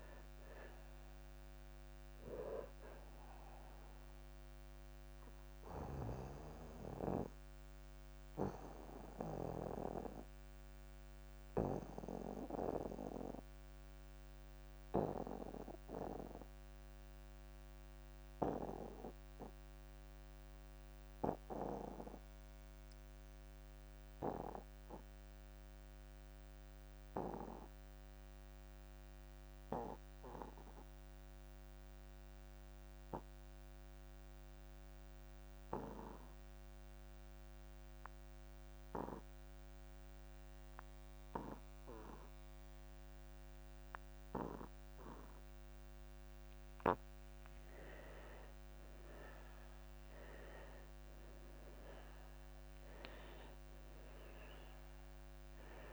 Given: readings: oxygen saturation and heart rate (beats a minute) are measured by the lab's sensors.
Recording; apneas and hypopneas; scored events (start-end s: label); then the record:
breathing in sleep by a microphone on the trachea; 1
0.00-24.00 s: oxygen desaturation (device-marked, oxygen 80% lowest)
6.00-48.00 s: obstructive apnea (oxygen 100% before, 78% lowest)
38.00-55.93 s: oxygen desaturation (device-marked, oxygen 99% before, 78% lowest)
50.00-53.00 s: arousal
From the record:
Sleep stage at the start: N2 (light sleep); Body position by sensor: on the back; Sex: male